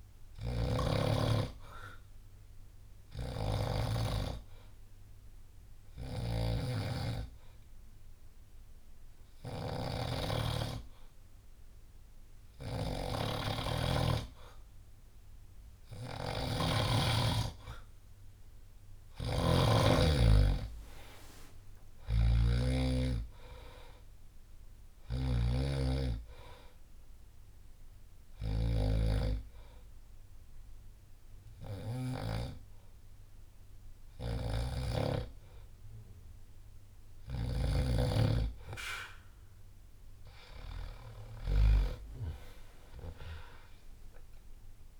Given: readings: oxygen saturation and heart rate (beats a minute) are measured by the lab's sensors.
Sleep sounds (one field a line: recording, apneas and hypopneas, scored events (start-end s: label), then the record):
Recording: breathing in sleep by a room microphone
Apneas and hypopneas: 2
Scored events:
0.00-3.50 s: snoring (device-marked)
1.50-14.50 s: hypopnea (oxygen 96% before, 92% lowest, heart rate 67 before, 63 extreme, up 5 after)
12.50-16.50 s: snoring (device-marked)
18.50-37.50 s: snoring (device-marked)
20.50-24.00 s: arousal
23.00-44.00 s: oxygen desaturation (device-marked, oxygen 96% before, 92% lowest, heart rate 65 before, 58 extreme)
27.00-37.00 s: hypopnea (oxygen 96% before, 92% lowest, heart rate 66 before, 58 extreme, up 9 after)
40.00-44.00 s: arousal
43.00-45.00 s: drop in pulse transit time (device-marked, heart rate 67 before, 58 extreme)
From the record:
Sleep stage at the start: N2 (light sleep)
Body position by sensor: on the back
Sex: male